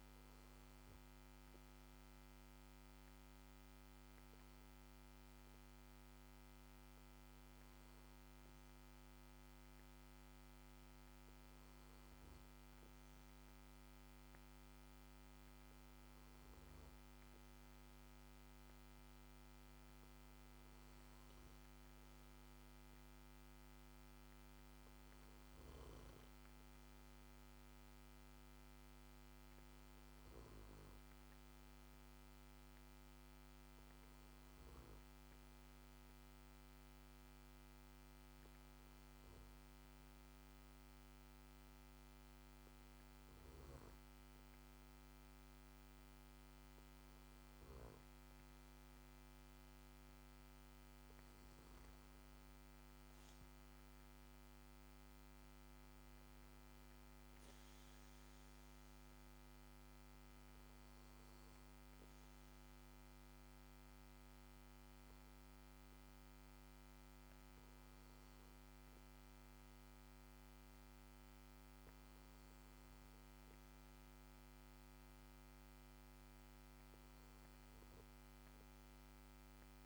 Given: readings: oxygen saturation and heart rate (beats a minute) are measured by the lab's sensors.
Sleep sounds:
breathing in sleep, hard to hear, by a microphone on the trachea; none
none scored
From the record:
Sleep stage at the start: N2 (light sleep); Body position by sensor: on the back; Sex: male

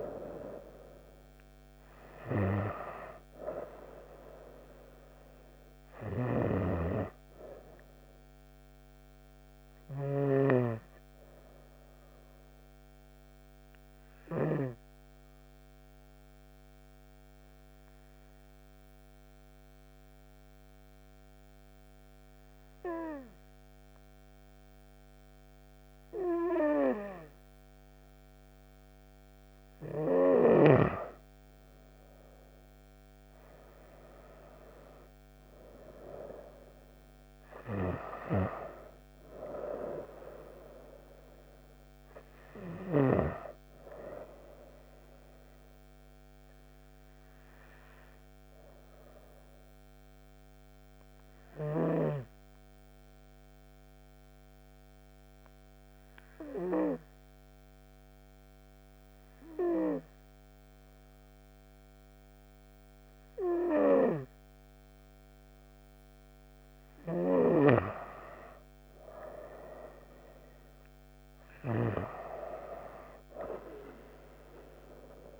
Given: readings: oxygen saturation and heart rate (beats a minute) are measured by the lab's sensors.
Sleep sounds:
breathing in sleep by a microphone on the trachea; 2
0.00-12.00 s: oxygen desaturation (device-marked, oxygen 91% lowest)
11.50-29.50 s: hypopnea (oxygen 96% before, 92% lowest)
33.00-55.00 s: oxygen desaturation (device-marked, oxygen 96% before, 92% lowest)
34.50-38.00 s: arousal
48.50-64.50 s: hypopnea (oxygen 96% before, 92% lowest)
67.00-75.40 s: oxygen desaturation (device-marked, oxygen 97% before, 92% lowest)
68.00-71.00 s: arousal
From the record:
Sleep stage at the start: N2 (light sleep); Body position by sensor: on the right side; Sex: female

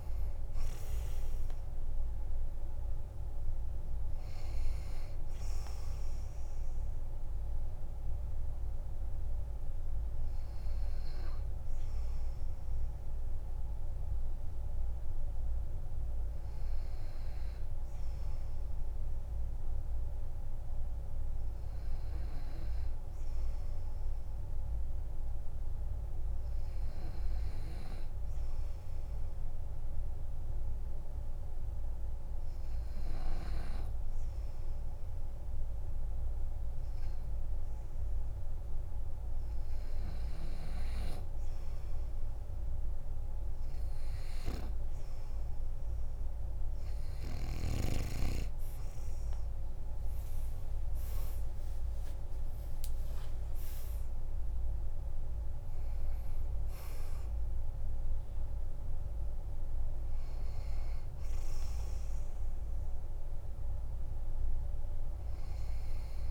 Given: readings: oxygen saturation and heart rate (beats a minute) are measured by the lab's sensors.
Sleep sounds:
breathing in sleep, hard to hear, by a room microphone; 1
22.50-40.00 s: hypopnea (oxygen 97% before, 93% lowest, heart rate 51 before, 47 extreme, up 4 after)
42.50-46.00 s: arousal
From the record:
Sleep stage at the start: N2 (light sleep); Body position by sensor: on the back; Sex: male

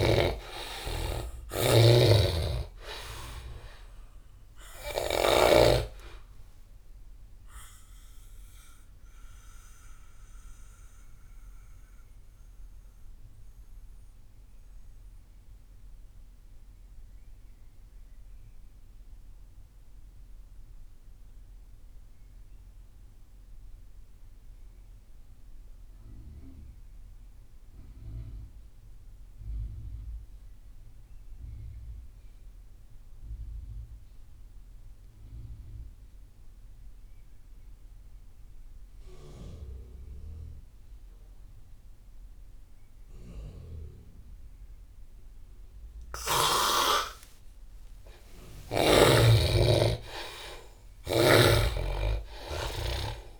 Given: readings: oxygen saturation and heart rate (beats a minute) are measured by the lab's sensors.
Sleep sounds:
breathing in sleep by a room microphone; 1
0.00-1.50 s: arousal
0.00-27.00 s: oxygen desaturation (device-marked, oxygen 74% lowest)
1.00-5.00 s: snoring (device-marked)
9.50-46.50 s: mixed apnea (oxygen 98% before, 71% lowest)
39.00-53.40 s: oxygen desaturation (device-marked, oxygen 97% before, 71% lowest)
48.00-53.40 s: arousal
From the record:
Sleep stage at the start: N2 (light sleep); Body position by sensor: on the back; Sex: male

